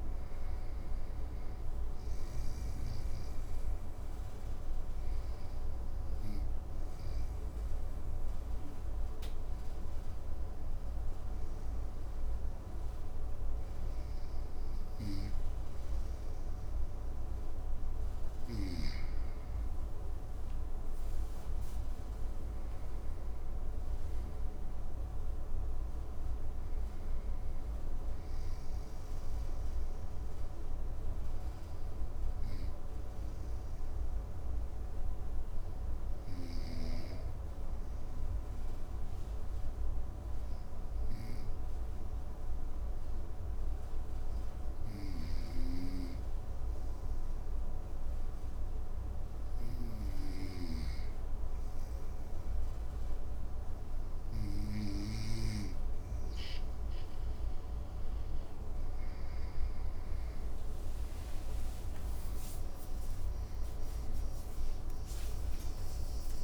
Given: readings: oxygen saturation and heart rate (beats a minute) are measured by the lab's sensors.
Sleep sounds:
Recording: breathing in sleep by a room microphone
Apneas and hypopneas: 2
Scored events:
2.50-16.50 s: obstructive apnea (oxygen 97% before, 93% lowest, heart rate 60 before, 58 extreme, up 6 after)
18.50-24.00 s: arousal
31.00-57.50 s: obstructive apnea (oxygen 96% before, 93% lowest, heart rate 62 before, 57 extreme, up 21 after)
44.50-50.50 s: snoring (device-marked)
64.50-66.44 s: new sleep stage, N1 (lightest sleep)
65.00-66.44 s: arousal
From the record:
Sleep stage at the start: N2 (light sleep)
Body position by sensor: on the right side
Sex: male

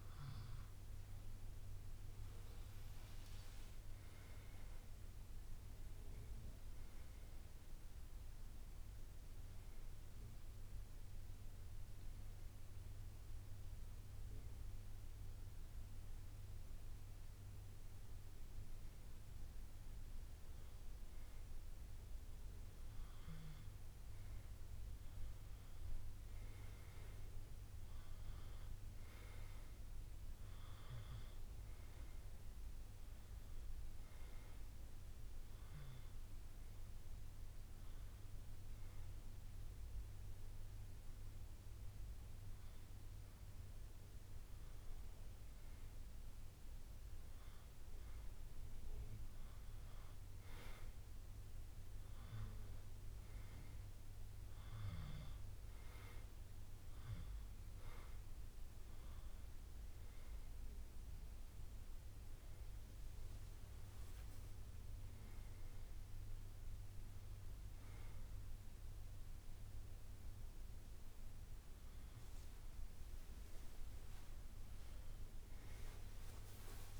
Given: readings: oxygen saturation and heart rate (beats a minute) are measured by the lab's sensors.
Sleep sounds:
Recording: breathing in sleep, hard to hear, by a room microphone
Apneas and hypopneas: 2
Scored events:
11.00-21.00 s: hypopnea (oxygen 97% before, 94% lowest, heart rate 64 before, 60 extreme, up 4 after)
23.00-27.00 s: arousal
27.50-29.50 s: long interval between heartbeats (device-marked, heart rate 64 before, 62 extreme)
28.50-42.50 s: oxygen desaturation (device-marked, oxygen 97% before, 94% lowest, heart rate 64 before, 62 extreme)
36.50-47.50 s: hypopnea (oxygen 97% before, 93% lowest, heart rate 62 before, 62 extreme, up 1 after)
50.00-53.00 s: arousal
63.50-77.00 s: drop in pulse transit time (device-marked, heart rate 62 before, 62 extreme)
73.50-75.50 s: long interval between heartbeats (device-marked, heart rate 64 before, 69 extreme)
75.50-77.00 s: arousal
From the record:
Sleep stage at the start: N2 (light sleep)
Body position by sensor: on the back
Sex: male

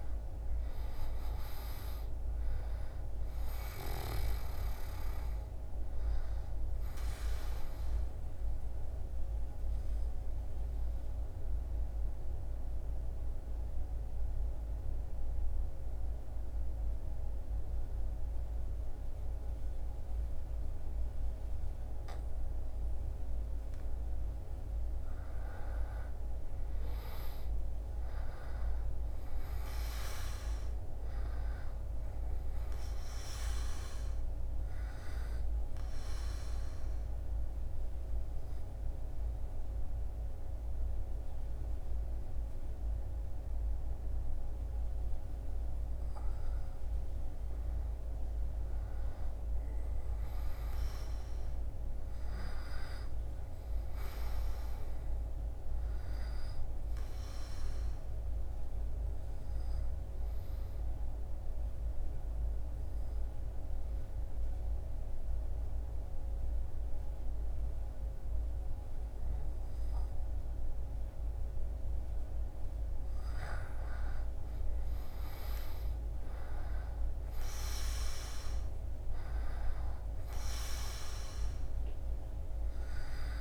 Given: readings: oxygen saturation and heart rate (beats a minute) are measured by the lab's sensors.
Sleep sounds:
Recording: breathing in sleep, hard to hear, by a room microphone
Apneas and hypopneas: 3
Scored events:
0.00-19.00 s: oxygen desaturation (device-marked, oxygen 93% lowest, heart rate 69 extreme)
7.50-22.50 s: obstructive apnea (oxygen 98% before, 93% lowest, heart rate 75 before, 69 extreme, up 9 after)
23.50-27.50 s: arousal
28.00-47.00 s: oxygen desaturation (device-marked, oxygen 98% before, 94% lowest, heart rate 72 before, 72 extreme)
34.00-45.00 s: obstructive apnea (oxygen 98% before, 93% lowest, heart rate 74 before, 72 extreme, up 13 after)
47.50-51.50 s: arousal
58.00-71.50 s: obstructive apnea (oxygen 98% before, 93% lowest, heart rate 77 before, 69 extreme, up 6 after)
74.00-78.50 s: arousal
75.00-83.41 s: oxygen desaturation (device-marked, oxygen 97% before, 93% lowest, heart rate 73 before, 69 extreme)
From the record:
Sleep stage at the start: REM sleep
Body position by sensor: on the back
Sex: male

